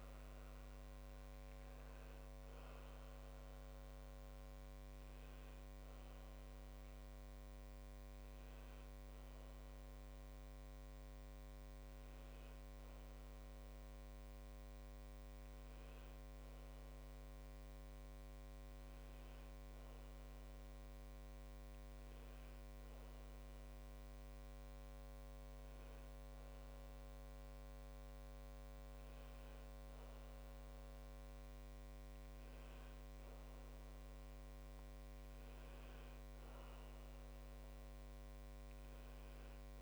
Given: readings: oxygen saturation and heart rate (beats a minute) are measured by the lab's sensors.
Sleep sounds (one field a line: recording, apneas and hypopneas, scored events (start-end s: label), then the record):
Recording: a person partly awake in a sleep study, hard to hear, by a microphone on the trachea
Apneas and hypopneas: none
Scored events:
0.00-20.00 s: oxygen desaturation (device-marked, oxygen 91% lowest)
2.00-39.82 s: new sleep stage, N1 (lightest sleep)
From the record:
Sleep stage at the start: awake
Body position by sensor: on the back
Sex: male